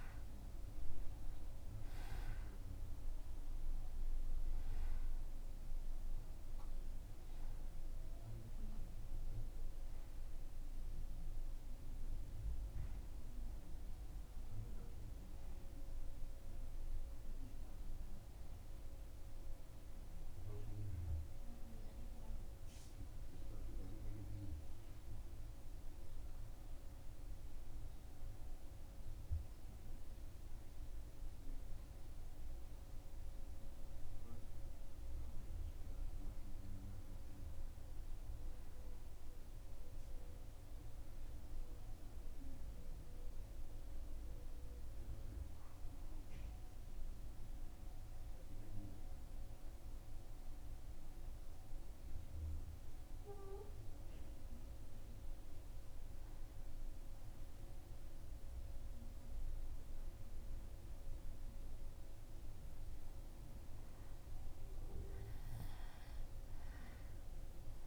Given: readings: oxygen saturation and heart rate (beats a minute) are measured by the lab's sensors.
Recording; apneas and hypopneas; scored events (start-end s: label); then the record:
breathing in sleep, hard to hear, by a room microphone; 1
19.50-42.50 s: oxygen desaturation (device-marked, oxygen 95% before, 87% lowest, heart rate 82 before, 78 extreme)
40.00-44.00 s: arousal
45.50-55.50 s: central apnea (oxygen 97% before, 87% lowest, heart rate 80 before, 78 extreme, up 3 after)
49.50-67.87 s: new sleep stage, N2 (light sleep)
57.50-61.00 s: arousal
From the record:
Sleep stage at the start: N1 (lightest sleep); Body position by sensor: on the back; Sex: male